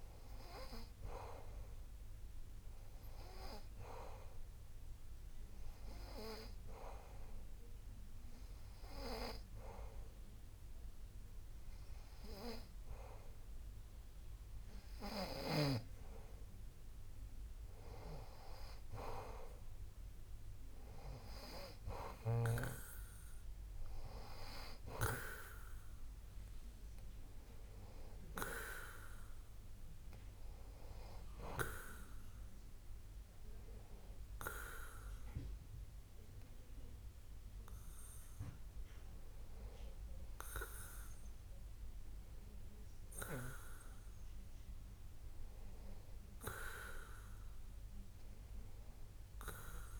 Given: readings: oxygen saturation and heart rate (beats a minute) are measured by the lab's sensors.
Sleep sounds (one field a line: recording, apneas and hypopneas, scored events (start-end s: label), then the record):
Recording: a person awake in a sleep study, by a room microphone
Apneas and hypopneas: none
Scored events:
none scored
From the record:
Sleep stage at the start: awake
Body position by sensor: on the back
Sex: male